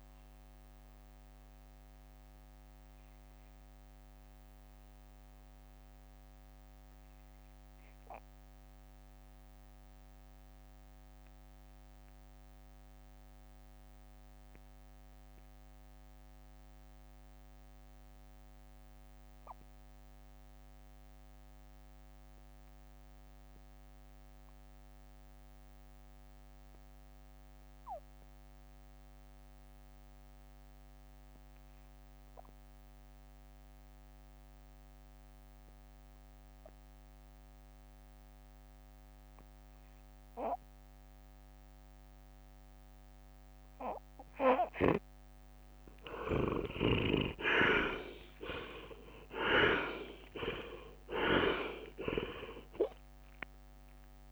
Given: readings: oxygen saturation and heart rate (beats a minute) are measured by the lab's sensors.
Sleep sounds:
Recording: breathing in sleep by a microphone on the trachea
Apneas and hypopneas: 1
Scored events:
0.00-4.00 s: drop in pulse transit time (device-marked, heart rate 52 extreme)
0.50-44.50 s: obstructive apnea (oxygen 100% before, 81% lowest, heart rate 57 before, 52 extreme, up 25 after)
14.00-54.32 s: oxygen desaturation (device-marked, oxygen 99% before, 81% lowest, heart rate 54 before, 52 extreme)
46.50-52.00 s: arousal
50.00-54.32 s: drop in pulse transit time (device-marked, heart rate 57 before, 66 extreme)
From the record:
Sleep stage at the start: N2 (light sleep)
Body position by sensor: on the right side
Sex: male

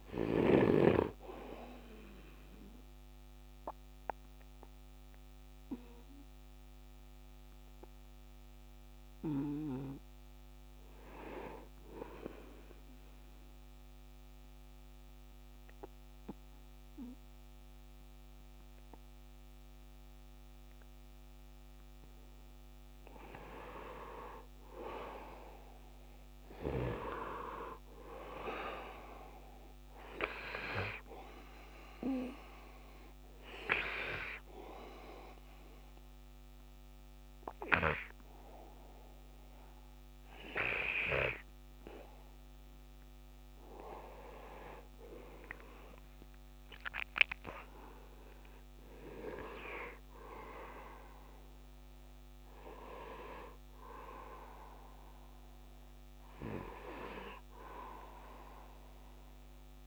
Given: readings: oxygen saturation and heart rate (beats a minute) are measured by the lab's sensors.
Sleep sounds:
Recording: breathing in sleep by a microphone on the trachea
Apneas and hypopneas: 2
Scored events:
0.00-1.00 s: snoring (device-marked)
0.00-17.50 s: oxygen desaturation (device-marked, oxygen 82% lowest, heart rate 70 extreme)
13.00-24.00 s: obstructive apnea (oxygen 99% before, 83% lowest, heart rate 77 before, 74 extreme, up 8 after)
27.50-30.50 s: arousal
30.50-43.50 s: oxygen desaturation (device-marked, oxygen 98% before, 87% lowest, heart rate 76 before, 74 extreme)
35.00-46.50 s: hypopnea (oxygen 98% before, 85% lowest, heart rate 78 before, 74 extreme, up 20 after)
47.50-50.50 s: arousal
From the record:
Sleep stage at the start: N2 (light sleep)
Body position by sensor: on the right side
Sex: male

